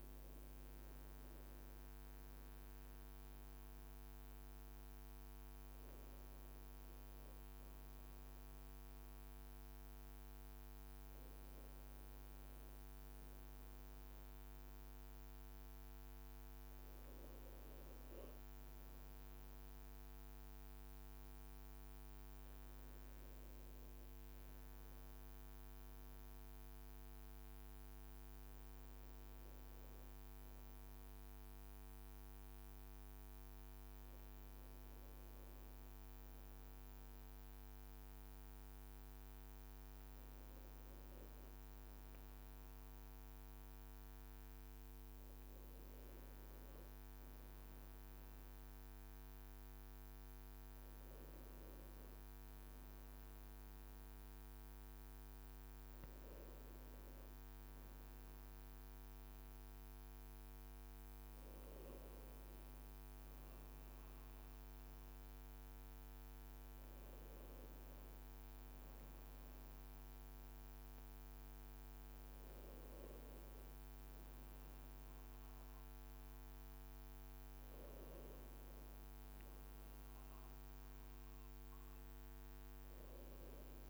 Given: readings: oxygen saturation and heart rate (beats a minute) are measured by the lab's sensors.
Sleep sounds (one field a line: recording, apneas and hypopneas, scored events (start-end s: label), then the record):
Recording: breathing in sleep, hard to hear, by a microphone on the trachea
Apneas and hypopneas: none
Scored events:
38.50-41.00 s: leg movement (device-marked)
41.00-46.50 s: leg movement (device-marked)
From the record:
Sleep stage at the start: N1 (lightest sleep)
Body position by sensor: on the back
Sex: male